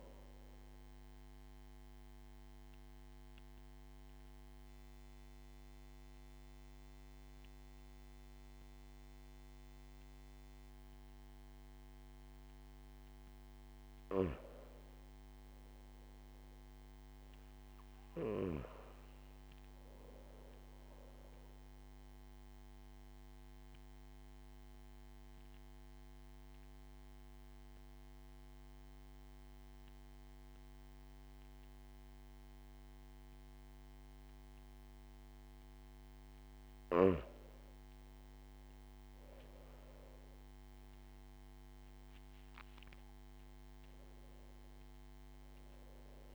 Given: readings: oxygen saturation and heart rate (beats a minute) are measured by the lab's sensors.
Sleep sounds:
breathing in sleep, hard to hear, by a microphone on the trachea; 2
1.50-13.50 s: obstructive apnea (oxygen 97% before, 94% lowest)
15.00-19.00 s: arousal
24.50-35.50 s: obstructive apnea (oxygen 97% before, 94% lowest)
38.50-42.00 s: arousal
From the record:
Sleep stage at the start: N2 (light sleep); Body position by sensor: on the back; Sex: male

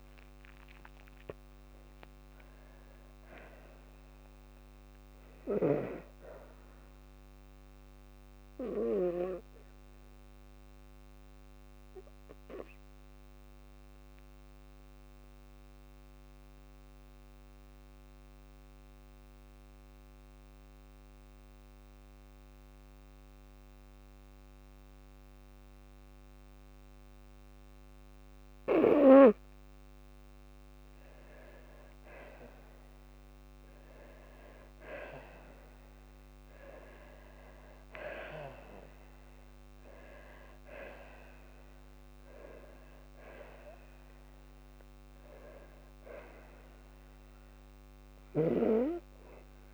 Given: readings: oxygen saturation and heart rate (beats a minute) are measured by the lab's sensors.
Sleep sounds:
breathing in sleep by a microphone on the trachea; 1
8.00-29.00 s: obstructive apnea (oxygen 98% before, 92% lowest, heart rate 69 before, 52 extreme, up 6 after)
38.00-42.50 s: arousal
From the record:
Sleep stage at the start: N2 (light sleep); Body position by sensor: on the back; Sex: female

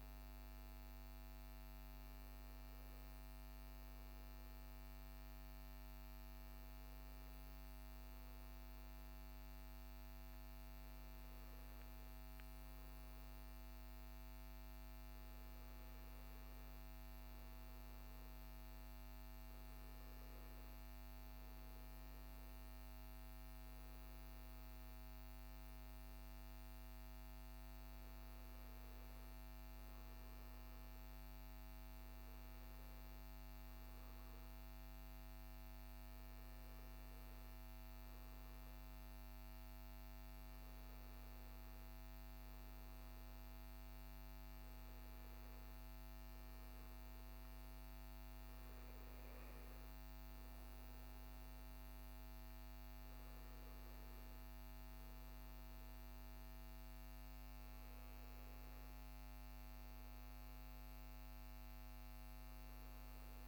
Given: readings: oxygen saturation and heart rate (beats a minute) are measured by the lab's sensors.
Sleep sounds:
breathing in sleep, hard to hear, by a microphone on the trachea; none
none scored
From the record:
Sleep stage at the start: N2 (light sleep); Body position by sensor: on the right side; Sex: male

